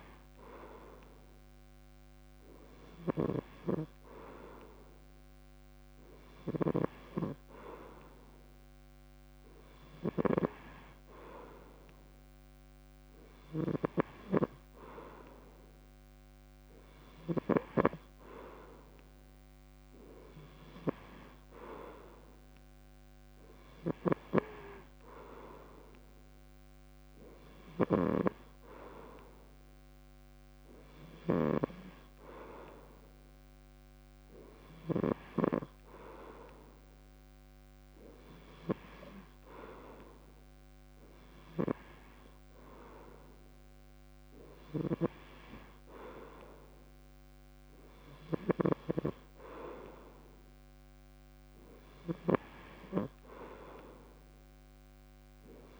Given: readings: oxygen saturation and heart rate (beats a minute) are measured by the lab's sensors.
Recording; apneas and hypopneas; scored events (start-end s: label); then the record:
breathing in sleep by a microphone on the trachea; none
2.50-17.50 s: snoring (device-marked)
23.50-35.00 s: snoring (device-marked)
From the record:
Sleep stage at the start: N3 (deep sleep); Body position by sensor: on the back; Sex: male